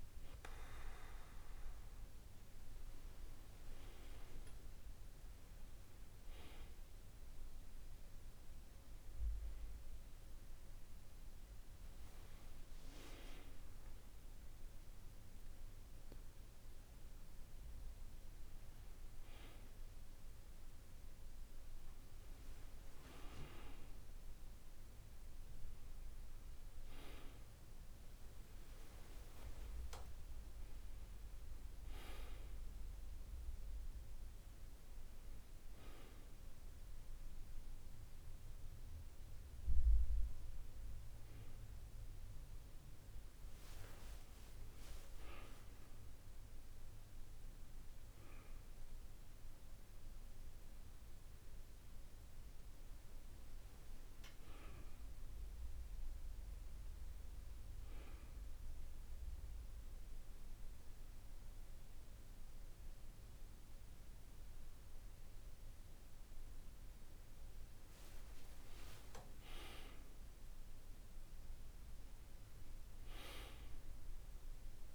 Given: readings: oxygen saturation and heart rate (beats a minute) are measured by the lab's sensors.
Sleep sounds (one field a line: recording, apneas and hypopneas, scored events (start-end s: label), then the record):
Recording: a person awake in a sleep study, by a room microphone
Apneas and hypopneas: none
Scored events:
4.00-64.00 s: new sleep stage, awake
64.00-74.95 s: new sleep stage, N1 (lightest sleep)
From the record:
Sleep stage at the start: N2 (light sleep)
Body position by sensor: on the back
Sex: male